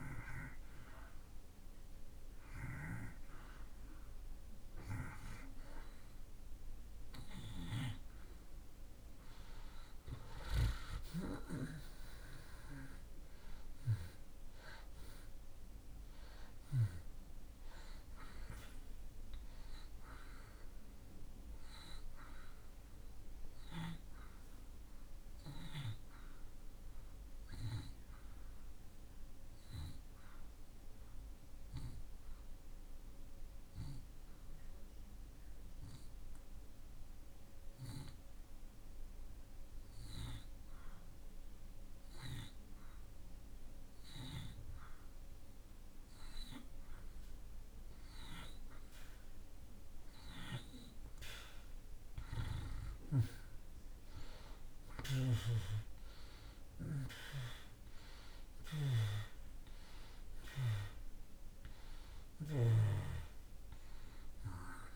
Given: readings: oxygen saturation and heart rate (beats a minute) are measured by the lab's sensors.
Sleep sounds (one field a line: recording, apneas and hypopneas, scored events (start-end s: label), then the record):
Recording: breathing in sleep by a room microphone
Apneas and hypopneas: 1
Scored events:
0.00-1.00 s: arousal
3.00-21.00 s: oxygen desaturation (device-marked, oxygen 94% before, 87% lowest)
28.00-43.00 s: obstructive apnea (oxygen 92% before, 85% lowest)
48.50-53.00 s: arousal
54.00-64.96 s: oxygen desaturation (device-marked, oxygen 96% before, 85% lowest)
From the record:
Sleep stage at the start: N2 (light sleep)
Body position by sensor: on the back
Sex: male